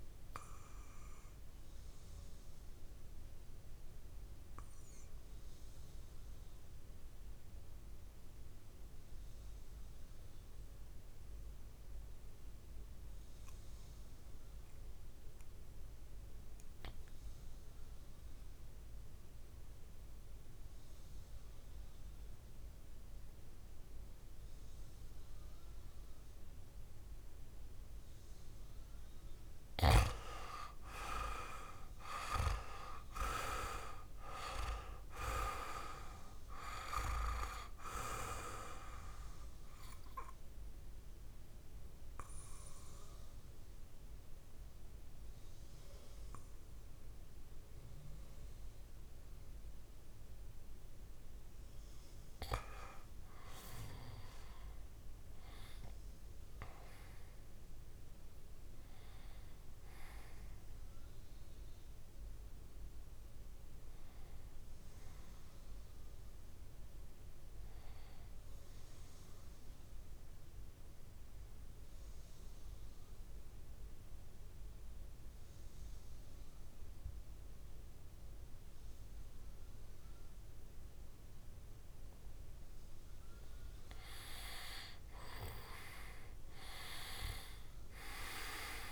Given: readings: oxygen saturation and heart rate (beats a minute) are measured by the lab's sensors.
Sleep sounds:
breathing in sleep by a room microphone; 3
0.00-13.00 s: oxygen desaturation (device-marked, oxygen 90% lowest, heart rate 54 extreme)
2.00-28.00 s: obstructive apnea (oxygen 99% before, 89% lowest, heart rate 62 before, 53 extreme, up 6 after)
26.00-54.00 s: oxygen desaturation (device-marked, oxygen 99% before, 89% lowest, heart rate 58 before, 53 extreme)
31.00-34.00 s: arousal
40.50-52.50 s: obstructive apnea (oxygen 99% before, 89% lowest, heart rate 60 before, 53 extreme, up 15 after)
55.00-59.50 s: arousal
72.00-83.00 s: obstructive apnea (oxygen 99% before, 91% lowest, heart rate 61 before, 56 extreme, up 7 after)
83.00-88.92 s: oxygen desaturation (device-marked, oxygen 98% before, 91% lowest, heart rate 58 before, 58 extreme)
85.00-88.92 s: arousal
From the record:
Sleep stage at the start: N2 (light sleep); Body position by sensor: on the back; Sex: male

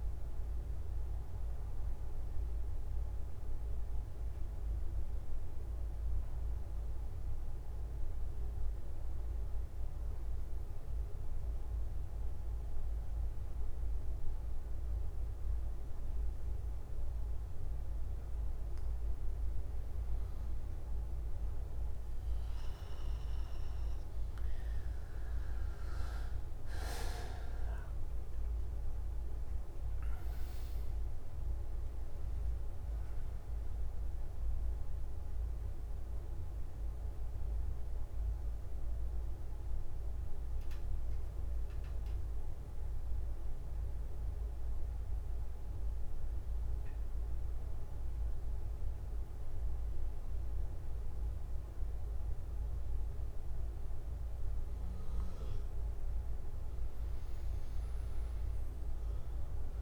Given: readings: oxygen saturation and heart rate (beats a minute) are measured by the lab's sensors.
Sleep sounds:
breathing in sleep, hard to hear, by a room microphone; 2
9.50-20.50 s: obstructive apnea (oxygen 99% before, 93% lowest, heart rate 32 before, 60 extreme)
30.50-43.50 s: oxygen desaturation (device-marked, oxygen 97% before, 93% lowest, heart rate 113 before, 60 extreme)
39.50-55.50 s: central apnea (oxygen 98% before, 93% lowest, heart rate 69 before, 64 extreme)
53.50-59.81 s: new sleep stage, N2 (light sleep)
From the record:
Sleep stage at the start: N1 (lightest sleep); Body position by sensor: on the back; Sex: male

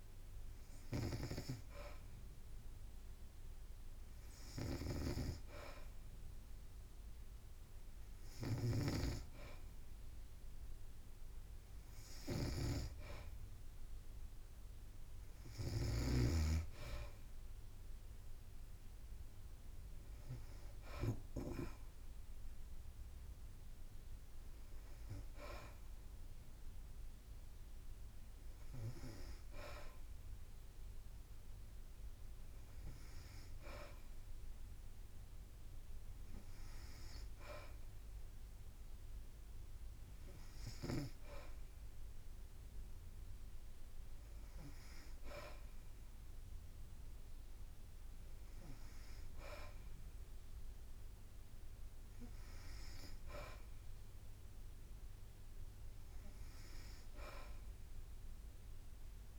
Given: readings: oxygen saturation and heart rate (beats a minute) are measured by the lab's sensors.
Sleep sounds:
breathing in sleep by a room microphone; none
0.50-16.00 s: snoring (device-marked)
18.50-31.50 s: drop in pulse transit time (device-marked, heart rate 58 before, 56 extreme)
From the record:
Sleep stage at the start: N2 (light sleep); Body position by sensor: on the back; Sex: female

